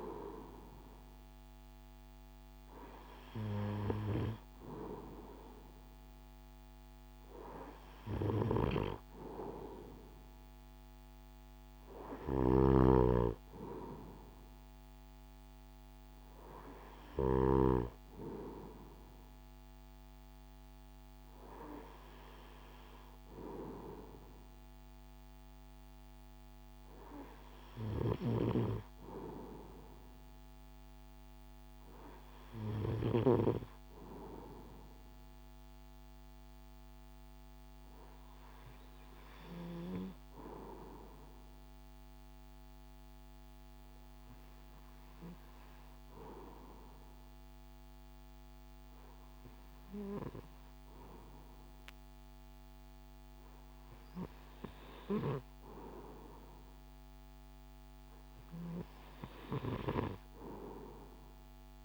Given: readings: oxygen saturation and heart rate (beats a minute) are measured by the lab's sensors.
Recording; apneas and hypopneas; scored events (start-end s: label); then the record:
breathing in sleep by a microphone on the trachea; none
8.00-17.50 s: snoring (device-marked)
28.00-33.00 s: snoring (device-marked)
From the record:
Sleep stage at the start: REM sleep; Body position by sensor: on the right side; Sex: male